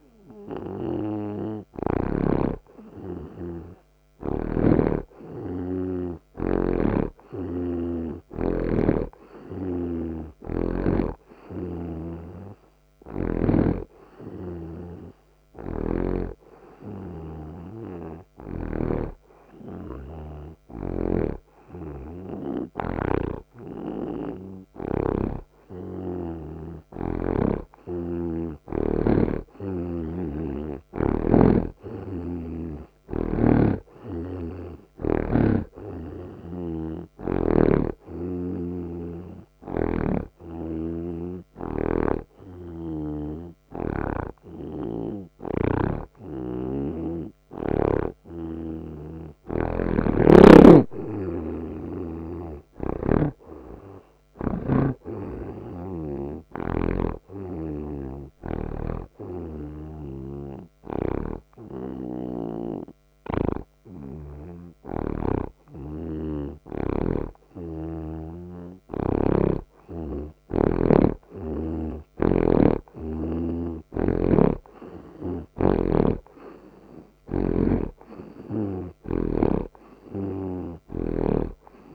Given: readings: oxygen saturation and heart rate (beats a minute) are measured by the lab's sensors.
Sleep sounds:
breathing in sleep by a microphone on the trachea; 1
0.00-2.50 s: snoring (device-marked)
4.50-8.00 s: snoring (device-marked)
10.00-14.00 s: snoring (device-marked)
10.50-22.50 s: oxygen desaturation (device-marked, oxygen 88% before, 83% lowest)
21.00-26.50 s: snoring (device-marked)
33.50-43.50 s: snoring (device-marked)
40.50-49.50 s: oxygen desaturation (device-marked, oxygen 86% before, 82% lowest)
45.50-55.00 s: snoring (device-marked)
49.50-53.50 s: arousal
56.50-67.00 s: hypopnea (oxygen 86% before, 80% lowest)
59.50-69.50 s: snoring (device-marked)
69.50-73.50 s: arousal
74.00-81.95 s: snoring (device-marked)
From the record:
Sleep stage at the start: N2 (light sleep); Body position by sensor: on the right side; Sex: male

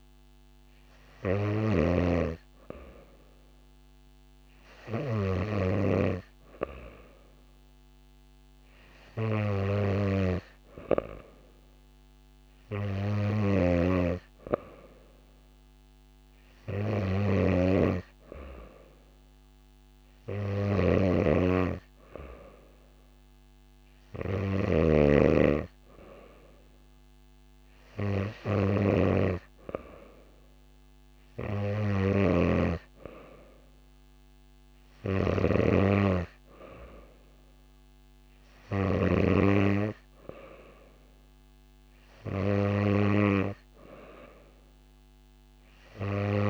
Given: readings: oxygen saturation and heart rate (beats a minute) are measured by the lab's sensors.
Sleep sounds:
breathing in sleep by a microphone on the trachea; none
0.00-2.00 s: snoring (device-marked)
17.00-25.00 s: snoring (device-marked)
32.00-35.50 s: snoring (device-marked)
From the record:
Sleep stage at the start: N2 (light sleep); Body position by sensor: on the back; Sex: female

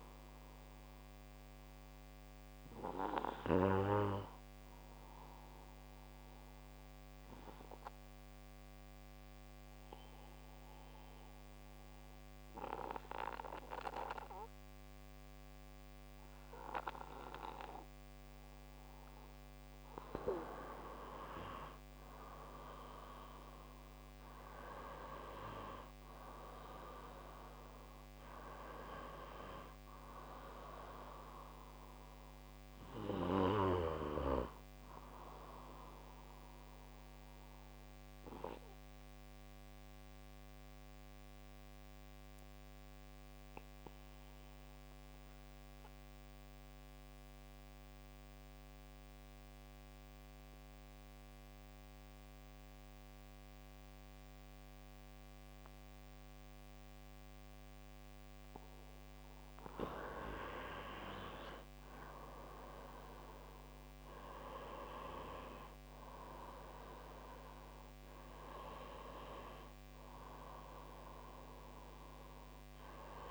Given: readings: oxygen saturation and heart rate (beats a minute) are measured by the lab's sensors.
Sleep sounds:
a person partly awake in a sleep study, by a microphone on the trachea; 1
30.00-73.31 s: new sleep stage, N2 (light sleep)
36.50-58.50 s: obstructive apnea (oxygen 99% before, 89% lowest, heart rate 68 before, 63 extreme, up 5 after)
61.50-67.00 s: arousal
63.00-73.31 s: oxygen desaturation (device-marked, oxygen 96% before, 89% lowest, heart rate 66 before, 61 extreme)
From the record:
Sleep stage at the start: awake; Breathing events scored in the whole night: 415 in 6.0 hours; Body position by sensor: on the right side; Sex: male

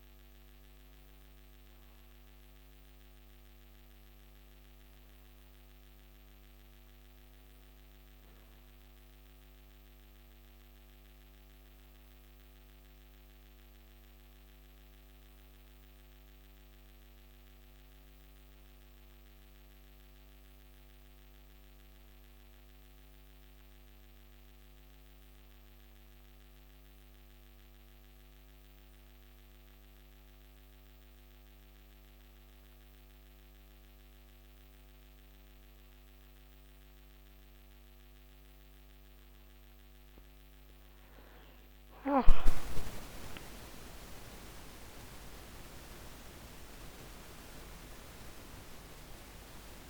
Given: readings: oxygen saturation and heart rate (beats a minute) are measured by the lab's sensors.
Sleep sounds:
breathing in sleep by a microphone on the trachea; none
none scored
From the record:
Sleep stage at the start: N1 (lightest sleep); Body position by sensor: on the back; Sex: female

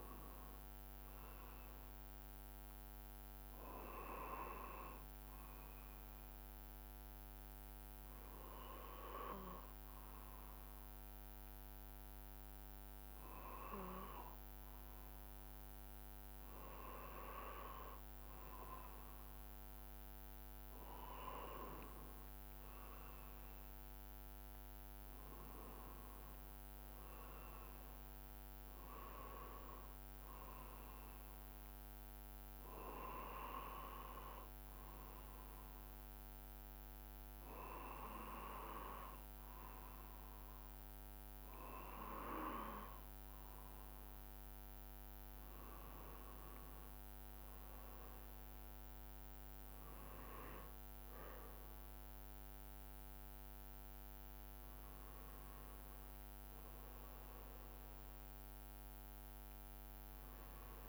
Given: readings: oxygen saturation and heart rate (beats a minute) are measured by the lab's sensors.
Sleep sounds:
breathing in sleep by a microphone on the trachea; 2
6.50-17.50 s: hypopnea (oxygen 96% before, 94% lowest, heart rate 74 before, 71 extreme, up 5 after)
19.50-23.00 s: arousal
33.50-43.50 s: mixed apnea (oxygen 95% before, 94% lowest, heart rate 74 before, 74 extreme, up 1 after)
48.00-51.50 s: arousal
59.50-60.89 s: new sleep stage, N1 (lightest sleep)
From the record:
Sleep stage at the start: N2 (light sleep); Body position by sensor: on the right side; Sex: male

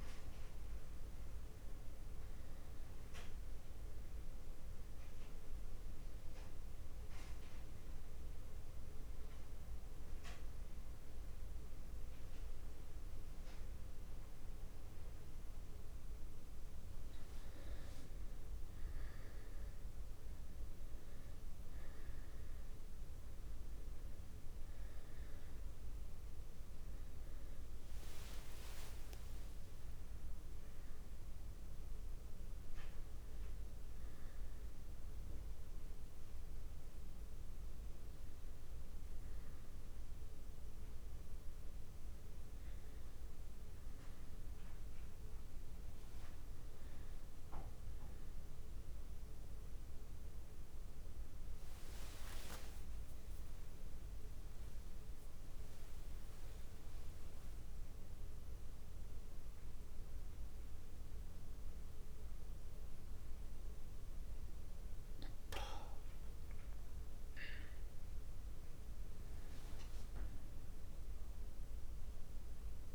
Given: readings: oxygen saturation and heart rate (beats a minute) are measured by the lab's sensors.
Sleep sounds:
breathing in sleep, hard to hear, by a room microphone; 2
0.00-2.50 s: arousal
6.00-16.50 s: central apnea (oxygen 99% before, 96% lowest)
24.00-27.50 s: arousal
51.50-55.00 s: arousal
57.50-68.50 s: mixed apnea (oxygen 99% before, 97% lowest)
71.00-72.95 s: arousal
From the record:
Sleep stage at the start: N2 (light sleep); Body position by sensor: on the back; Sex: male

